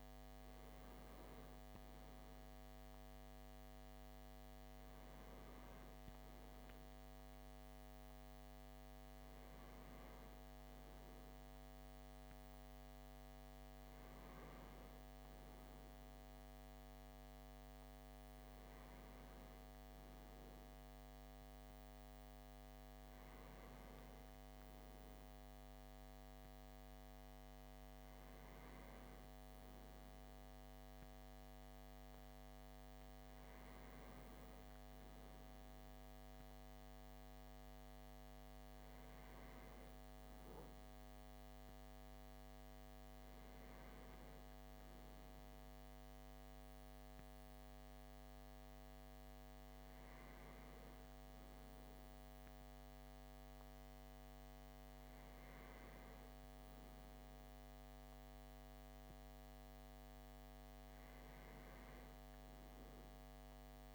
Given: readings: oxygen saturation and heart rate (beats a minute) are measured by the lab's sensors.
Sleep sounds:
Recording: breathing in sleep, hard to hear, by a microphone on the trachea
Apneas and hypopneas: none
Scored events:
none scored
From the record:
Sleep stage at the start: REM sleep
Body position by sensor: on the back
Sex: male

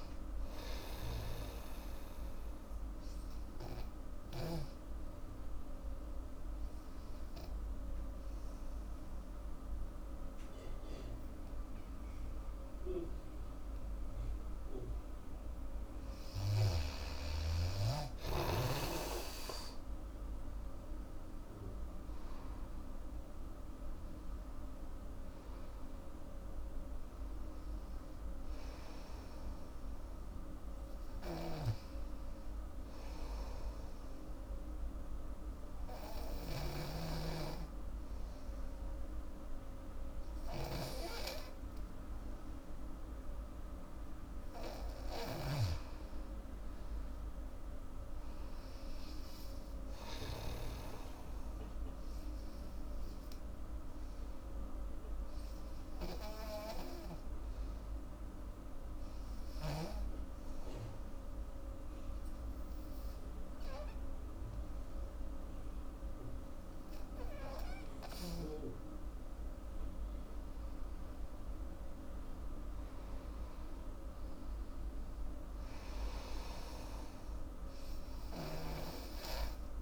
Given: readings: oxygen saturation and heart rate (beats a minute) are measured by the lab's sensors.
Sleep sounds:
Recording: breathing in sleep by a room microphone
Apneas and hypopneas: 3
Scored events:
0.00-8.00 s: oxygen desaturation (device-marked, oxygen 90% lowest, heart rate 72 extreme)
4.50-15.00 s: obstructive apnea (oxygen 96% before, 86% lowest, heart rate 81 before, 70 extreme, up 2 after)
16.00-38.00 s: oxygen desaturation (device-marked, oxygen 98% before, 86% lowest, heart rate 79 before, 70 extreme)
17.50-21.00 s: arousal
33.00-44.50 s: obstructive apnea (oxygen 98% before, 91% lowest, heart rate 81 before, 78 extreme, up 15 after)
46.00-49.50 s: arousal
48.00-64.00 s: oxygen desaturation (device-marked, oxygen 98% before, 94% lowest, heart rate 78 before, 72 extreme)
58.50-69.50 s: obstructive apnea (oxygen 98% before, 91% lowest, heart rate 82 before, 72 extreme, up 10 after)
70.50-74.50 s: arousal
74.00-79.82 s: oxygen desaturation (device-marked, oxygen 96% before, 91% lowest, heart rate 79 before, 72 extreme)
From the record:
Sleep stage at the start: N2 (light sleep)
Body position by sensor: on the back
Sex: female

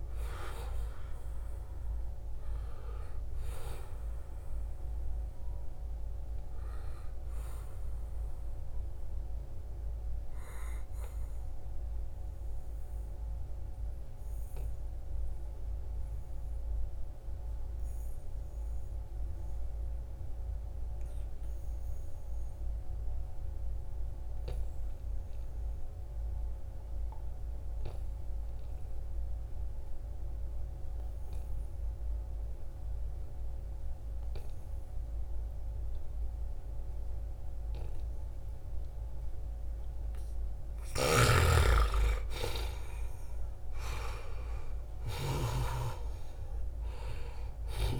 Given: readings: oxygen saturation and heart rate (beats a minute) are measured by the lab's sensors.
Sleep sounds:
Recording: breathing in sleep by a room microphone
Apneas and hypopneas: 1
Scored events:
0.00-15.00 s: oxygen desaturation (device-marked, oxygen 89% lowest, heart rate 70 extreme)
8.50-39.50 s: obstructive apnea (oxygen 96% before, 88% lowest, heart rate 78 before, 69 extreme, up 4 after)
35.00-48.00 s: oxygen desaturation (device-marked, oxygen 97% before, 88% lowest, heart rate 72 before, 69 extreme)
40.50-45.50 s: snoring (device-marked)
41.50-46.00 s: arousal
From the record:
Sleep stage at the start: N2 (light sleep)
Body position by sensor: on the right side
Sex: male

